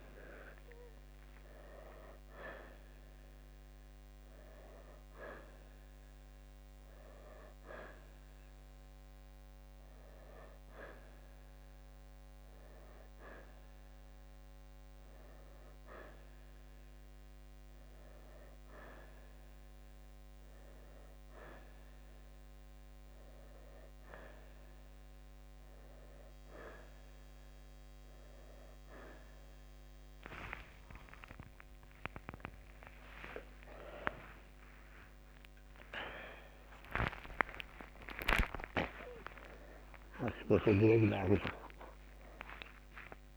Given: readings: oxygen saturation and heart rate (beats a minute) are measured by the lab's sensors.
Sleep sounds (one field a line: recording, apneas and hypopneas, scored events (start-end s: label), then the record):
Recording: a person partly awake in a sleep study, by a microphone on the trachea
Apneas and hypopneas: none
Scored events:
28.50-43.37 s: new sleep stage, awake
From the record:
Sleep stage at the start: N1 (lightest sleep)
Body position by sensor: on the right side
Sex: male